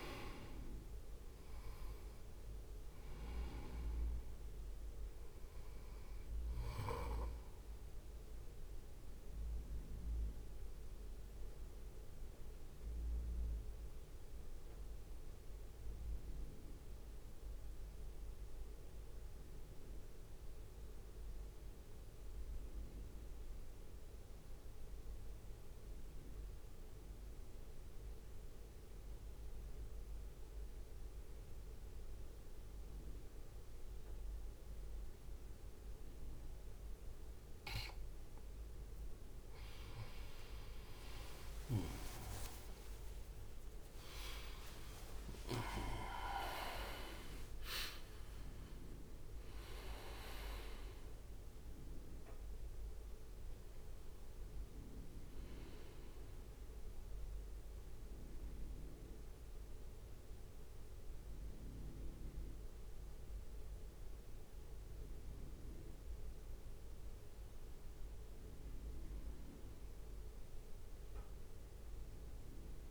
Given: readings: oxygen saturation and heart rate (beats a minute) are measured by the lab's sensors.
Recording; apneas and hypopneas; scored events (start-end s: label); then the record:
breathing in sleep by a room microphone; 1
0.00-2.50 s: arousal
0.00-12.50 s: drop in pulse transit time (device-marked, heart rate 54 extreme)
0.00-26.50 s: oxygen desaturation (device-marked, oxygen 85% lowest, heart rate 54 extreme)
8.50-38.50 s: central apnea (oxygen 98% before, 85% lowest, heart rate 60 before, 55 extreme)
39.50-46.50 s: tachycardia (device-marked, heart rate 61 before, 149 extreme)
41.00-45.00 s: arousal
41.50-55.50 s: oxygen desaturation (device-marked, oxygen 97% before, 88% lowest, heart rate 63 before, 56 extreme)
42.50-44.50 s: long interval between heartbeats (device-marked, heart rate 65 before, 109 extreme)
43.50-60.50 s: drop in pulse transit time (device-marked, heart rate 67 before, 65 extreme)
44.50-46.50 s: long interval between heartbeats (device-marked, heart rate 70 before, 142 extreme)
71.00-72.91 s: arousal
From the record:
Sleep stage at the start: N2 (light sleep); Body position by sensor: on the right side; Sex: male